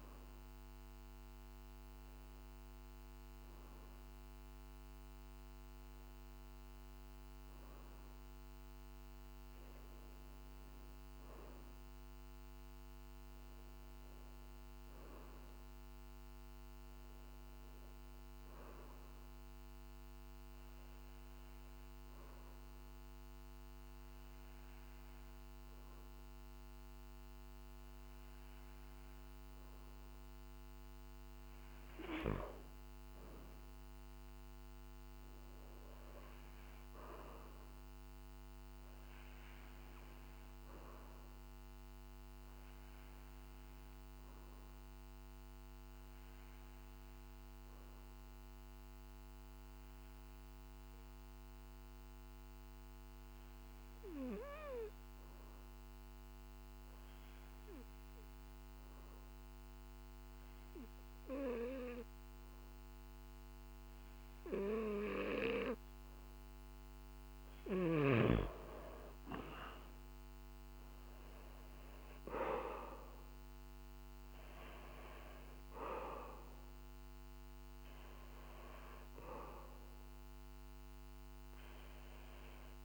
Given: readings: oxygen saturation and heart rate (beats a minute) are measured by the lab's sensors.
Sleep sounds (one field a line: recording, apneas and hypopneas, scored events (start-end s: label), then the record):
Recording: breathing in sleep by a microphone on the trachea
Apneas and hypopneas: 2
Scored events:
17.50-29.50 s: hypopnea (oxygen 97% before, 91% lowest, heart rate 50 before, 49 extreme, up 9 after)
33.00-37.00 s: arousal
43.00-66.50 s: obstructive apnea (oxygen 96% before, 91% lowest, heart rate 52 before, 49 extreme, up 5 after)
70.00-73.50 s: arousal
From the record:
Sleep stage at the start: N2 (light sleep)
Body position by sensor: on the back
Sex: male